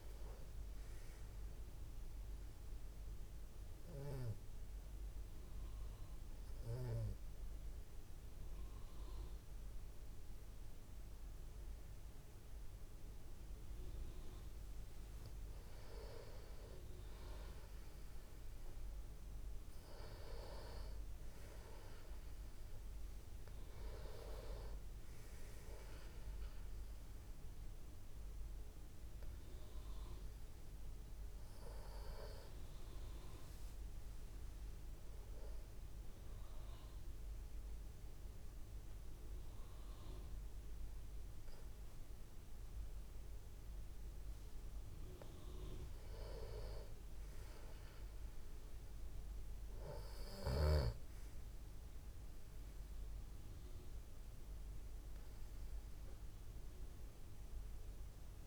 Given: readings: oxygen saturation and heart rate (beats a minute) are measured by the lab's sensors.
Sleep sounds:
breathing in sleep by a room microphone; 2
0.00-11.50 s: oxygen desaturation (device-marked, oxygen 90% lowest, heart rate 118 extreme)
0.00-58.47 s: tachycardia (device-marked, heart rate 214 extreme)
3.50-15.00 s: obstructive apnea (oxygen 97% before, 90% lowest, heart rate 119 before, 119 extreme, up 3 after)
17.50-21.50 s: arousal
36.00-46.00 s: obstructive apnea (oxygen 97% before, 94% lowest, heart rate 142 before, 126 extreme, up 40 after)
49.00-52.50 s: arousal
From the record:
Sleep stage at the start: N2 (light sleep); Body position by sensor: on the back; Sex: male

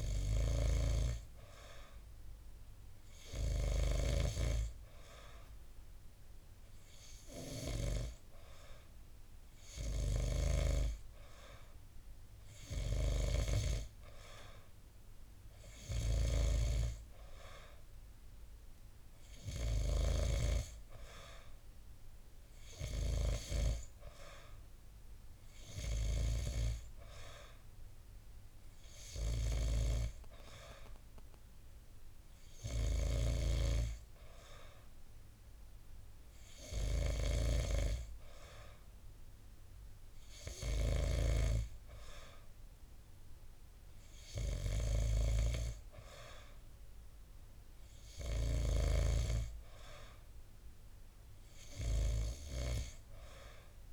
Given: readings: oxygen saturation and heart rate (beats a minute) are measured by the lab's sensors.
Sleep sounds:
breathing in sleep by a room microphone; none
none scored
From the record:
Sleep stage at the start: N2 (light sleep); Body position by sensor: on the back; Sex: male

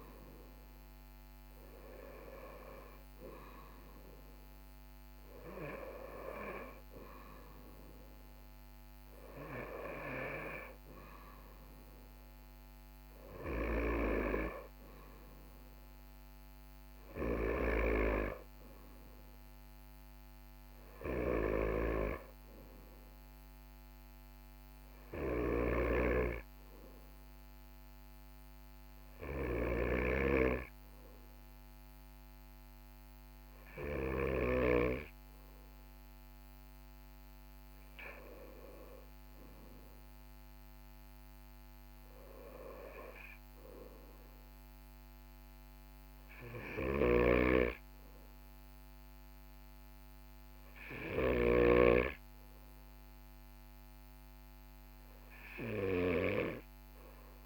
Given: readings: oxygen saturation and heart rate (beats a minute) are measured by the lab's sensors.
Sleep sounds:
breathing in sleep by a microphone on the trachea; none
0.00-1.00 s: arousal
0.00-8.50 s: oxygen desaturation (device-marked, oxygen 95% lowest, heart rate 42 extreme)
25.00-34.50 s: snoring (device-marked)
46.50-51.00 s: snoring (device-marked)
From the record:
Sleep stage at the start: N2 (light sleep); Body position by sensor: on the right side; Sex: male

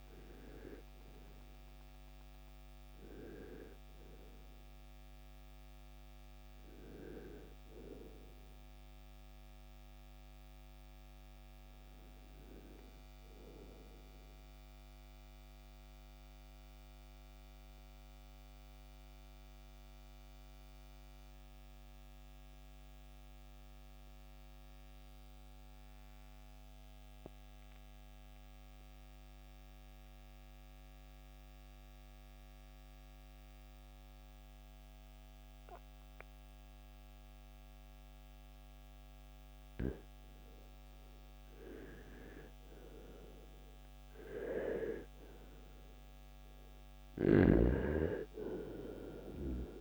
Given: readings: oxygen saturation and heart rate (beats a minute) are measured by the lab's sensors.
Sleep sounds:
breathing in sleep by a microphone on the trachea; 1
4.00-30.00 s: oxygen desaturation (device-marked, oxygen 92% before, 82% lowest, heart rate 78 before, 59 extreme)
14.00-39.50 s: mixed apnea (oxygen 93% before, 82% lowest, heart rate 83 before, 59 extreme, up 6 after)
41.50-46.50 s: arousal
47.00-49.81 s: snoring (device-marked)
From the record:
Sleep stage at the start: N2 (light sleep); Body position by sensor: on the right side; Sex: male

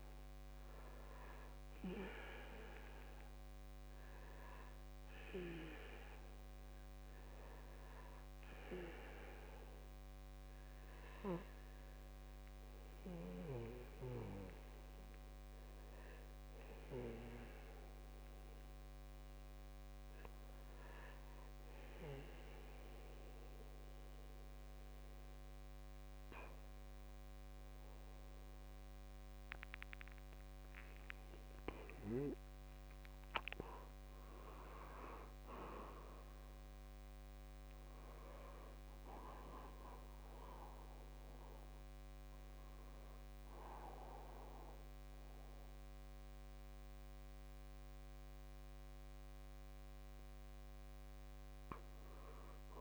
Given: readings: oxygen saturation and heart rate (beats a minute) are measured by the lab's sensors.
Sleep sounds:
breathing in sleep by a microphone on the trachea; 1
3.50-19.00 s: obstructive apnea (oxygen 98% before, 93% lowest, heart rate 59 before, 62 extreme, up 2 after)
22.00-25.00 s: arousal
From the record:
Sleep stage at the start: N2 (light sleep); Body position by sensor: on the back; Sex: male

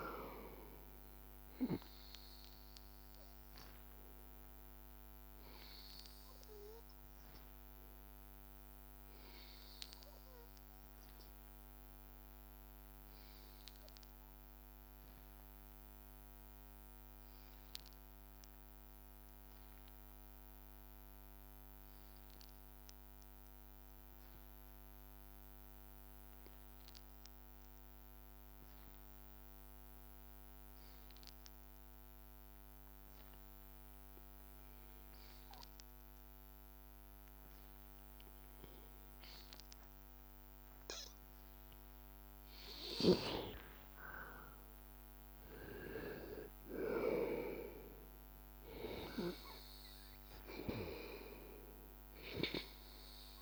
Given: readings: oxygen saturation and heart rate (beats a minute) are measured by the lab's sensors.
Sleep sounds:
breathing in sleep by a microphone on the trachea; 1
0.00-14.50 s: oxygen desaturation (device-marked, oxygen 91% lowest, heart rate 82 extreme)
8.00-11.50 s: arousal
14.50-39.00 s: hypopnea (oxygen 96% before, 91% lowest, heart rate 85 before, 83 extreme, up 1 after)
36.50-53.42 s: oxygen desaturation (device-marked, oxygen 98% before, 91% lowest, heart rate 84 before, 83 extreme)
41.00-44.50 s: arousal
From the record:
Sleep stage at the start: N2 (light sleep); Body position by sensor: on the back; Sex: male

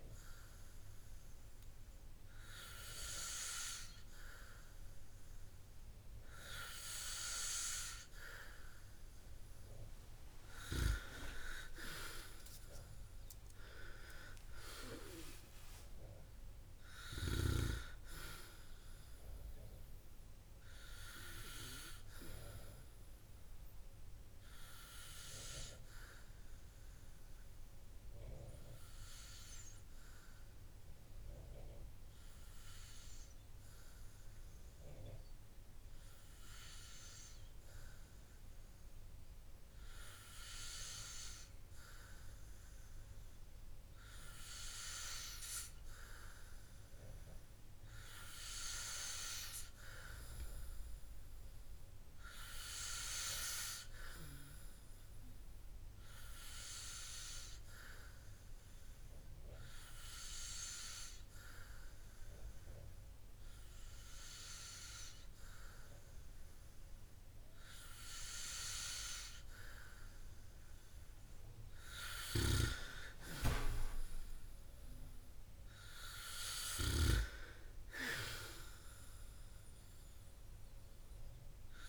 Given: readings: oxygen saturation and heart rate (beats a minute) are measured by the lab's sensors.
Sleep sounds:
breathing in sleep by a room microphone; none
12.00-15.00 s: arousal
From the record:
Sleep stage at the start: N2 (light sleep); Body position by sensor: on the back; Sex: male

